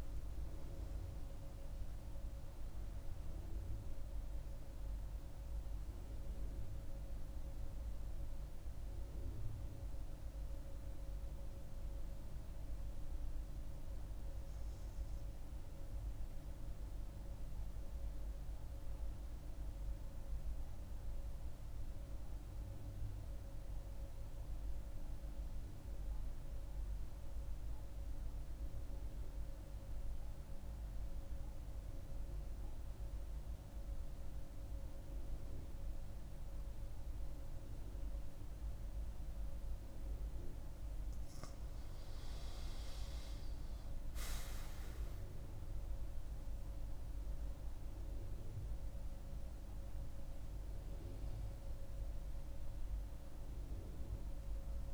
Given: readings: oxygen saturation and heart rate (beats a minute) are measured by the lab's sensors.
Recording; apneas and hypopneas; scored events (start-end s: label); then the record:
breathing in sleep, hard to hear, by a room microphone; 1
0.00-19.50 s: oxygen desaturation (device-marked, oxygen 92% lowest, heart rate 61 extreme)
17.50-41.00 s: mixed apnea (oxygen 96% before, 91% lowest, heart rate 82 before, 61 extreme, up 10 after)
38.50-54.94 s: oxygen desaturation (device-marked, oxygen 98% before, 93% lowest, heart rate 63 before, 60 extreme)
42.50-45.50 s: arousal
From the record:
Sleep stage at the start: N2 (light sleep); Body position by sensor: on the front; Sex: female